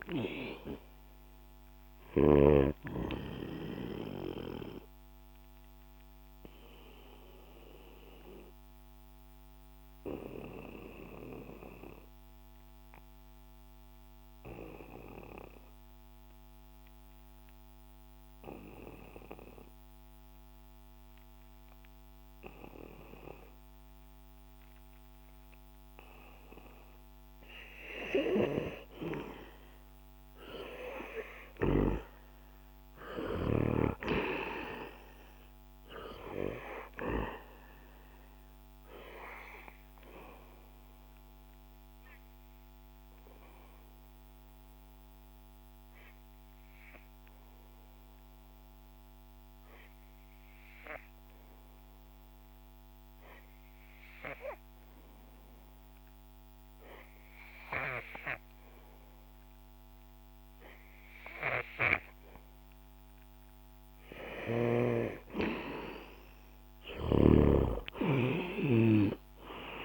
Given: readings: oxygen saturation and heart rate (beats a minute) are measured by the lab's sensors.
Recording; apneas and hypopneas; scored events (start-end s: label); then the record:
breathing in sleep by a microphone on the trachea; 2
0.00-7.50 s: oxygen desaturation (device-marked, oxygen 91% lowest, heart rate 59 extreme)
4.50-26.00 s: obstructive apnea (oxygen 97% before, 89% lowest, heart rate 69 before, 59 extreme, up 3 after)
18.50-27.50 s: oxygen desaturation (device-marked, oxygen 92% before, 89% lowest, heart rate 65 before, 64 extreme)
30.00-34.00 s: arousal
37.50-58.50 s: oxygen desaturation (device-marked, oxygen 98% before, 89% lowest, heart rate 68 before, 63 extreme)
40.00-64.00 s: obstructive apnea (oxygen 98% before, 88% lowest, heart rate 68 before, 63 extreme, up 10 after)
66.00-69.85 s: arousal
67.00-69.85 s: snoring (device-marked)
From the record:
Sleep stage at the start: N2 (light sleep); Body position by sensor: on the back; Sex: male